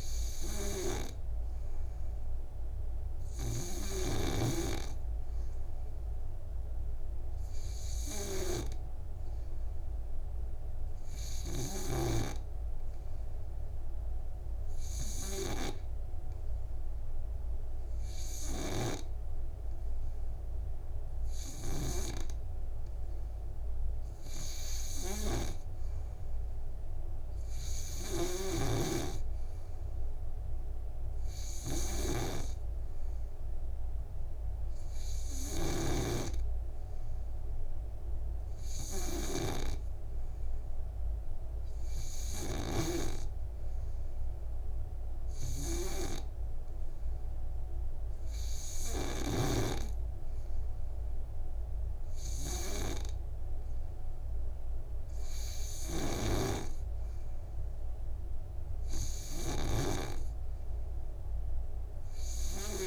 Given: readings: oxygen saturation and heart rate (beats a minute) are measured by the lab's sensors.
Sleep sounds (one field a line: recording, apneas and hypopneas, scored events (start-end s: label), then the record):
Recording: breathing in sleep by a room microphone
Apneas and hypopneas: none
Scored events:
19.00-22.50 s: snoring (device-marked)
28.50-36.50 s: snoring (device-marked)
56.00-60.50 s: snoring (device-marked)
From the record:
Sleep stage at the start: N3 (deep sleep)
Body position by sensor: on the back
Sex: male